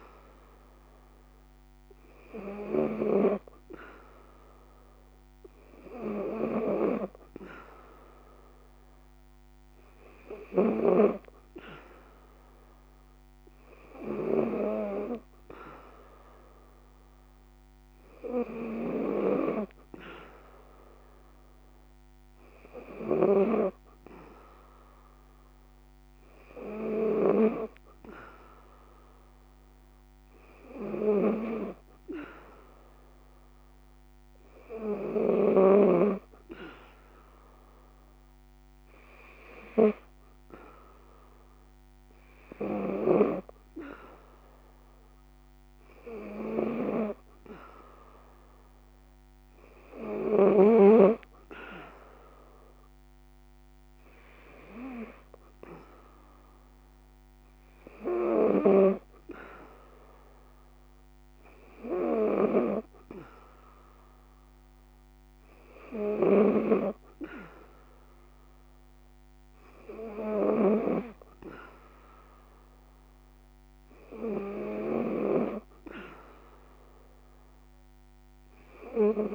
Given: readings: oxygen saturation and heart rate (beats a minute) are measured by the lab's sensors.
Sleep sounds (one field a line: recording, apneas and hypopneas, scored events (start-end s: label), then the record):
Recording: breathing in sleep by a microphone on the trachea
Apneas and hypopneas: none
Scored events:
none scored
From the record:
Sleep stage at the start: N3 (deep sleep)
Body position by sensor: on the back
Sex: female